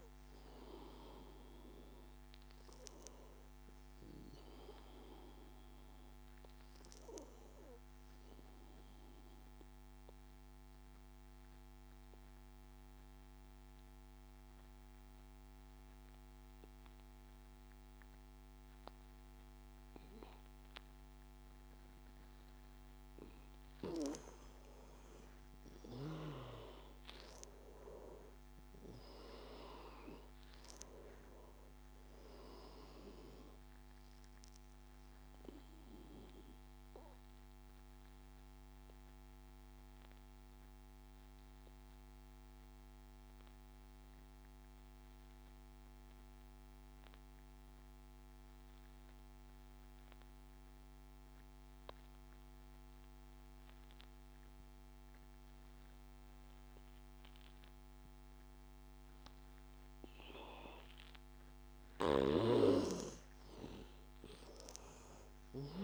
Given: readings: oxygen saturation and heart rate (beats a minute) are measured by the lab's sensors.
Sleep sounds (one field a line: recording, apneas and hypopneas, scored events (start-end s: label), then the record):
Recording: breathing in sleep by a microphone on the trachea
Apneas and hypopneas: 2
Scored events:
0.00-13.00 s: oxygen desaturation (device-marked, oxygen 89% lowest, heart rate 83 extreme)
2.50-23.00 s: obstructive apnea (oxygen 98% before, 89% lowest, heart rate 87 before, 83 extreme, up 7 after)
26.00-29.50 s: arousal
28.00-46.00 s: oxygen desaturation (device-marked, oxygen 98% before, 91% lowest, heart rate 86 before, 76 extreme)
34.50-61.50 s: obstructive apnea (oxygen 99% before, 88% lowest, heart rate 87 before, 76 extreme, up 11 after)
60.00-65.84 s: oxygen desaturation (device-marked, oxygen 98% before, 88% lowest, heart rate 82 before, 76 extreme)
63.50-65.84 s: arousal
From the record:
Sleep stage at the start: N2 (light sleep)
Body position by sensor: on the back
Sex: male